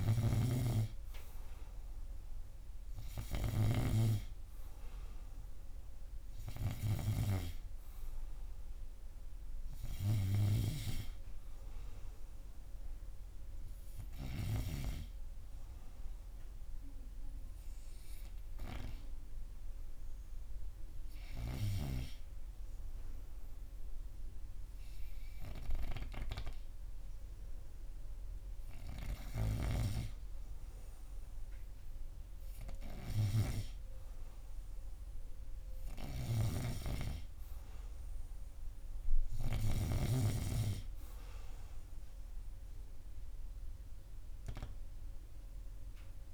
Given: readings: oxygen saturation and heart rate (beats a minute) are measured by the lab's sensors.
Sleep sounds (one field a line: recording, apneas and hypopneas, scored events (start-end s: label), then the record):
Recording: breathing in sleep by a room microphone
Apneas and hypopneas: 1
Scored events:
17.00-28.00 s: obstructive apnea (oxygen 98% before, 97% lowest, heart rate 84 before, 83 extreme, up 1 after)
31.00-34.50 s: arousal
36.50-40.50 s: snoring (device-marked)
From the record:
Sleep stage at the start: N2 (light sleep)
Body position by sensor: on the right side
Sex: male